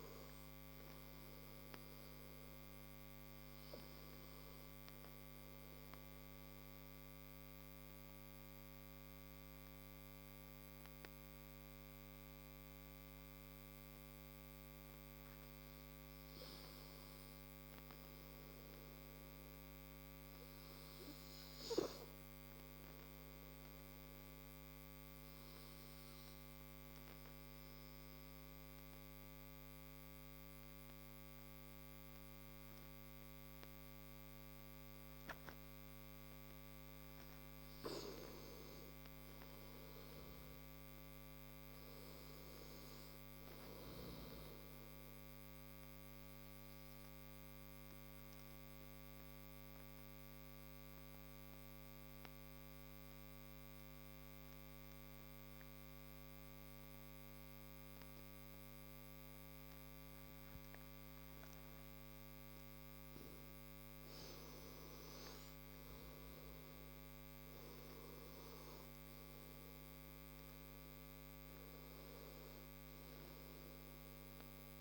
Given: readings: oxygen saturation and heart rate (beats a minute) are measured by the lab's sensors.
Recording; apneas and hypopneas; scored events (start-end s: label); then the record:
breathing in sleep, hard to hear, by a microphone on the trachea; 3
0.50-16.50 s: oxygen desaturation (device-marked, oxygen 97% before, 93% lowest)
4.50-16.50 s: obstructive apnea (oxygen 97% before, 91% lowest)
18.50-22.00 s: arousal
24.50-37.50 s: oxygen desaturation (device-marked, oxygen 97% before, 94% lowest)
25.00-36.00 s: obstructive apnea (oxygen 97% before, 90% lowest)
37.50-40.50 s: arousal
43.50-56.50 s: oxygen desaturation (device-marked, oxygen 97% before, 93% lowest)
47.00-63.00 s: mixed apnea (oxygen 97% before, 90% lowest)
58.50-62.50 s: tachycardia (device-marked)
63.50-74.81 s: oxygen desaturation (device-marked, oxygen 97% before, 90% lowest)
65.50-70.00 s: arousal
From the record:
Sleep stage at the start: N2 (light sleep); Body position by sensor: on the right side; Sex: male